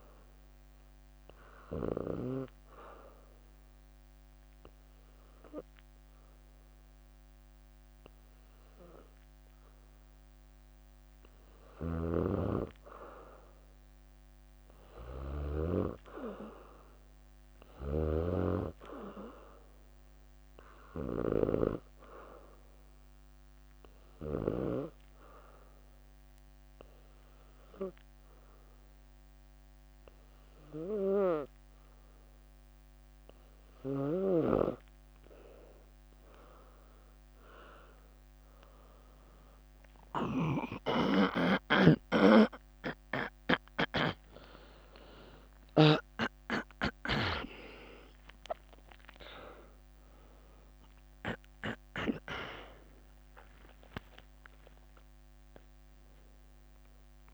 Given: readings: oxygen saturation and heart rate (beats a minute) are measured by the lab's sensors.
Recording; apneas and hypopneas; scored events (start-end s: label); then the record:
a person partly awake in a sleep study, by a microphone on the trachea; 2
1.00-2.50 s: leg movement (device-marked)
1.00-12.00 s: obstructive apnea (oxygen 96% before, 89% lowest, heart rate 67 before, 62 extreme, up 7 after)
7.50-16.50 s: leg movement (device-marked)
11.50-15.50 s: snoring (device-marked)
14.00-17.50 s: arousal
21.00-31.00 s: oxygen desaturation (device-marked, oxygen 96% before, 92% lowest, heart rate 65 before, 64 extreme)
21.50-28.00 s: leg movement (device-marked)
23.50-33.50 s: obstructive apnea (oxygen 96% before, 89% lowest, heart rate 65 before, 64 extreme, up 10 after)
40.00-57.34 s: new sleep stage, awake
43.00-57.34 s: oxygen desaturation (device-marked, oxygen 95% before, 89% lowest, heart rate 68 before, 62 extreme)
53.50-57.34 s: leg movement (device-marked)
From the record:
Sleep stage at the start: N2 (light sleep); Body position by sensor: on the back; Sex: female